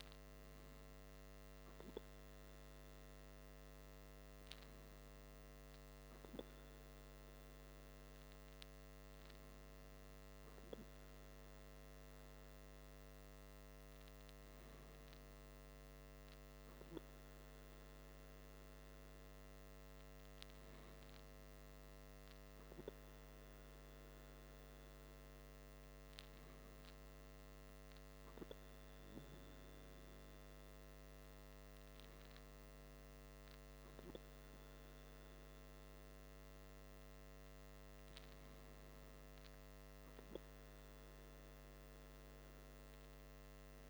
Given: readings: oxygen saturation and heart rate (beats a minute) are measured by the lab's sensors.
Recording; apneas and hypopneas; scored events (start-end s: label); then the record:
breathing in sleep, hard to hear, by a microphone on the trachea; none
none scored
From the record:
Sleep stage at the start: N2 (light sleep); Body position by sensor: on the back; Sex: male